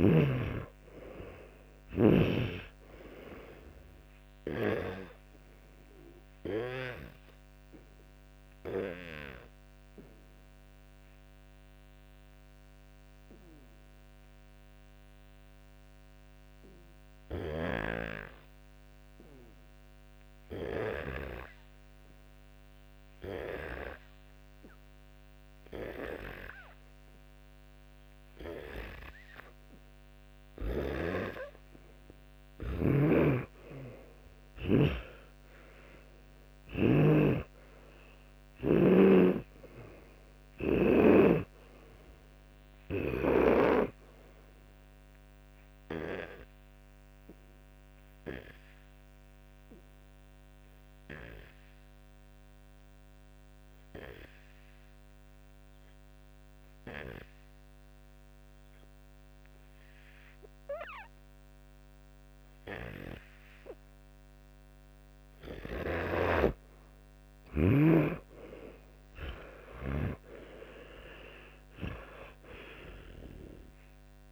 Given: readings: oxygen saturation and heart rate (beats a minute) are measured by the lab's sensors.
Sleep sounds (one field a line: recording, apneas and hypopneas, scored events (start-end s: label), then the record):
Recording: breathing in sleep by a microphone on the trachea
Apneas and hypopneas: 2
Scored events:
0.00-2.00 s: snoring (device-marked)
0.00-5.00 s: oxygen desaturation (device-marked, oxygen 96% lowest, heart rate 58 extreme)
6.00-33.00 s: hypopnea (oxygen 99% before, 91% lowest, heart rate 69 before, 58 extreme, up 20 after)
13.00-29.00 s: oxygen desaturation (device-marked, oxygen 98% before, 94% lowest, heart rate 67 before, 58 extreme)
33.00-37.00 s: snoring (device-marked)
36.00-39.00 s: arousal
39.00-43.50 s: snoring (device-marked)
41.00-54.00 s: oxygen desaturation (device-marked, oxygen 97% before, 91% lowest, heart rate 64 before, 57 extreme)
52.00-65.50 s: obstructive apnea (oxygen 97% before, 89% lowest, heart rate 68 before, 57 extreme, up 32 after)
65.50-70.00 s: snoring (device-marked)
68.50-72.00 s: arousal
From the record:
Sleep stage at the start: N2 (light sleep)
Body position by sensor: on the back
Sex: male